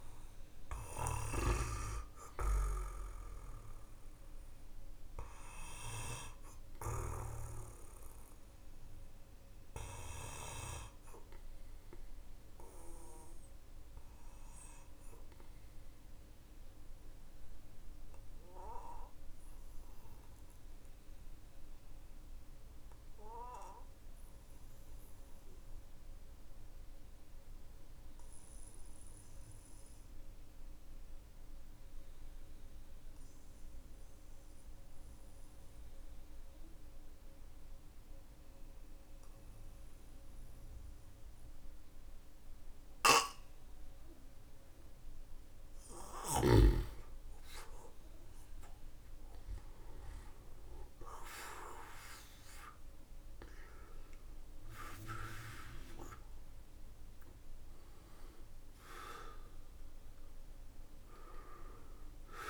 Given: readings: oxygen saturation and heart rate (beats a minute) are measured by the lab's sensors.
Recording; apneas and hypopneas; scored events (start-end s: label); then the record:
breathing in sleep by a room microphone; 1
0.00-6.50 s: snoring (device-marked)
17.00-44.00 s: obstructive apnea (oxygen 97% before, 91% lowest, heart rate 51 before, 47 extreme, up 12 after)
45.50-51.00 s: arousal
48.00-62.50 s: oxygen desaturation (device-marked, oxygen 97% before, 91% lowest, heart rate 58 before, 47 extreme)
From the record:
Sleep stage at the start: N2 (light sleep); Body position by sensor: on the back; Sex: male